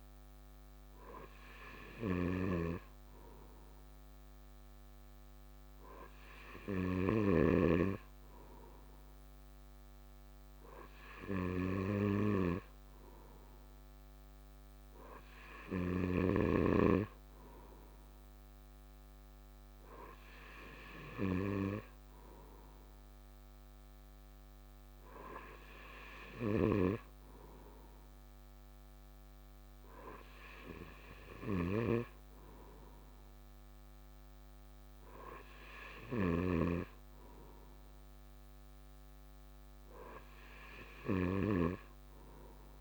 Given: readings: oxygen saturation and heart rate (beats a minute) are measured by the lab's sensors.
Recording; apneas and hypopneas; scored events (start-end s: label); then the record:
breathing in sleep by a microphone on the trachea; none
none scored
From the record:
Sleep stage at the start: N2 (light sleep); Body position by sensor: on the right side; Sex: male